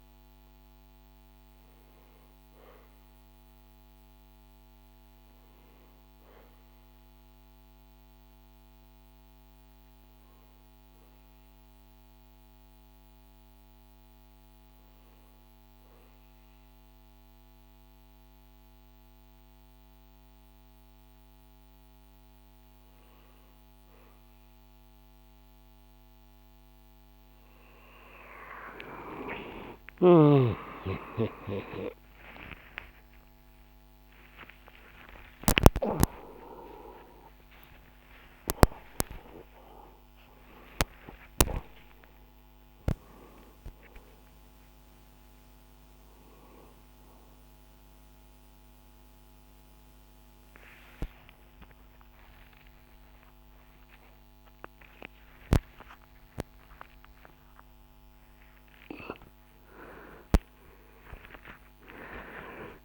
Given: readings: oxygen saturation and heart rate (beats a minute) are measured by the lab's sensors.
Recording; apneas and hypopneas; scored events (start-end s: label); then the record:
a person partly awake in a sleep study, by a microphone on the trachea; none
0.50-30.50 s: new sleep stage, N1 (lightest sleep)
30.50-60.50 s: new sleep stage, awake
35.50-41.50 s: oxygen desaturation (device-marked, oxygen 98% before, 95% lowest, heart rate 86 before, 81 extreme)
60.50-62.85 s: new sleep stage, N1 (lightest sleep)
From the record:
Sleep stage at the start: N2 (light sleep); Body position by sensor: on the back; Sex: male